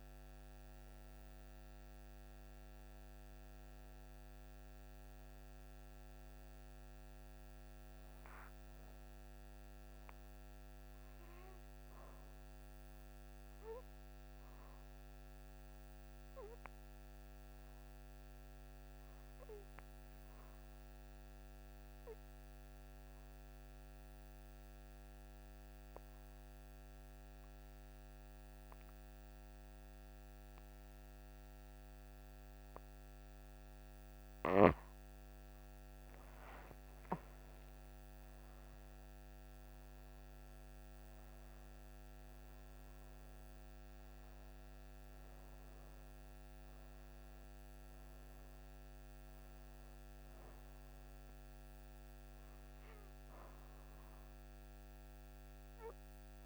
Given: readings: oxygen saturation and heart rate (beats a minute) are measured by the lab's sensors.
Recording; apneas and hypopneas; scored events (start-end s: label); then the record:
breathing in sleep, hard to hear, by a microphone on the trachea; 1
0.00-22.50 s: oxygen desaturation (device-marked, oxygen 90% lowest)
12.00-34.50 s: obstructive apnea (oxygen 99% before, 85% lowest)
35.50-56.46 s: oxygen desaturation (device-marked, oxygen 99% before, 85% lowest)
36.50-41.50 s: arousal
From the record:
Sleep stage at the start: N2 (light sleep); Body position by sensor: on the back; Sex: female